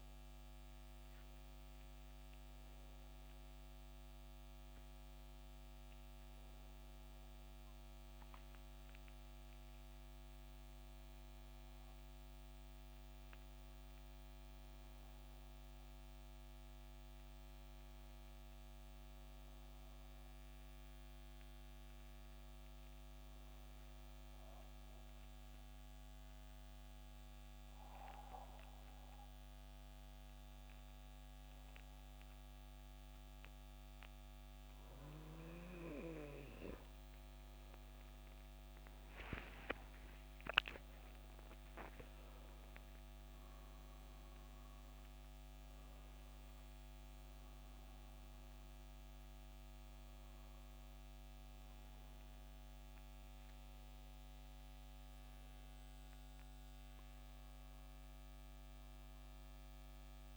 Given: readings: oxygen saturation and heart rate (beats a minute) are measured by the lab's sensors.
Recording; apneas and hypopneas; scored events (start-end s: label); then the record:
breathing in sleep, hard to hear, by a microphone on the trachea; 1
9.50-35.50 s: hypopnea (oxygen 95% before, 81% lowest, heart rate 107 before, 69 extreme, up 13 after)
13.00-60.37 s: oxygen desaturation (device-marked, oxygen 95% before, 81% lowest, heart rate 88 before, 69 extreme)
19.00-60.37 s: new sleep stage, N2 (light sleep)
38.50-43.00 s: arousal
From the record:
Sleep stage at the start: N1 (lightest sleep); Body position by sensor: on the back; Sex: male